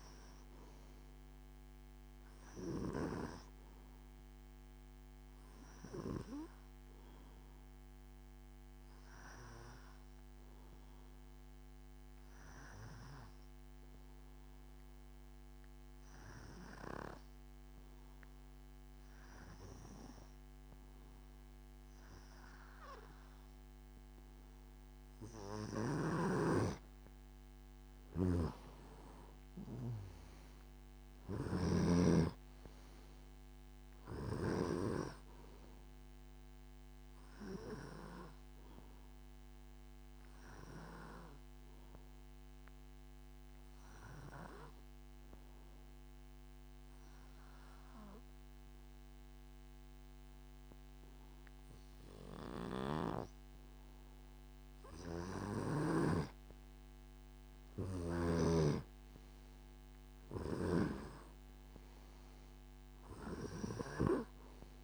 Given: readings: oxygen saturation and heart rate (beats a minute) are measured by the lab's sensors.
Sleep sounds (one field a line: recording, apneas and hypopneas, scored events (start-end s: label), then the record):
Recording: breathing in sleep by a microphone on the trachea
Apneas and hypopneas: 2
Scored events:
9.50-26.00 s: obstructive apnea (oxygen 96% before, 90% lowest, heart rate 75 before, 70 extreme, up 6 after)
26.00-32.00 s: snoring (device-marked)
27.50-31.00 s: arousal
30.50-55.50 s: oxygen desaturation (device-marked, oxygen 98% before, 90% lowest, heart rate 71 before, 71 extreme)
40.50-55.50 s: obstructive apnea (oxygen 98% before, 90% lowest, heart rate 73 before, 71 extreme, up 6 after)
57.50-60.50 s: arousal
From the record:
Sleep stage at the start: N2 (light sleep)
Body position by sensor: on the back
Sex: male